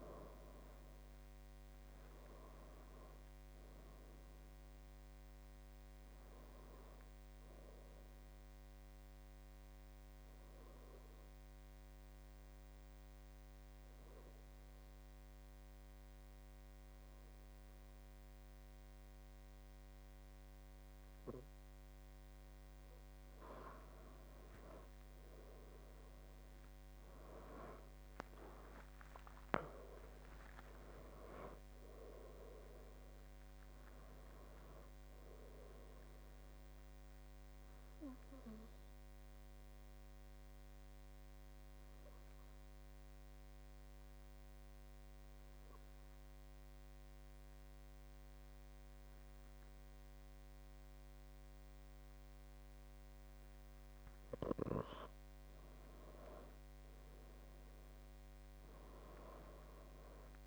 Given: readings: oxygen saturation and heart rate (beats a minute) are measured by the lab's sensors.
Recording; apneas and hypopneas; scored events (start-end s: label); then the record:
breathing in sleep by a microphone on the trachea; 2
0.00-4.00 s: oxygen desaturation (device-marked, oxygen 91% lowest, heart rate 67 extreme)
7.50-23.50 s: obstructive apnea (oxygen 95% before, 91% lowest, heart rate 75 before, 63 extreme, up 16 after)
27.50-32.00 s: arousal
32.00-53.00 s: oxygen desaturation (device-marked, oxygen 96% before, 92% lowest, heart rate 73 before, 63 extreme)
37.50-55.50 s: obstructive apnea (oxygen 97% before, 92% lowest, heart rate 78 before, 64 extreme, up 12 after)
57.00-60.47 s: arousal
From the record:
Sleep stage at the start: N2 (light sleep); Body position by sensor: on the left side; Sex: male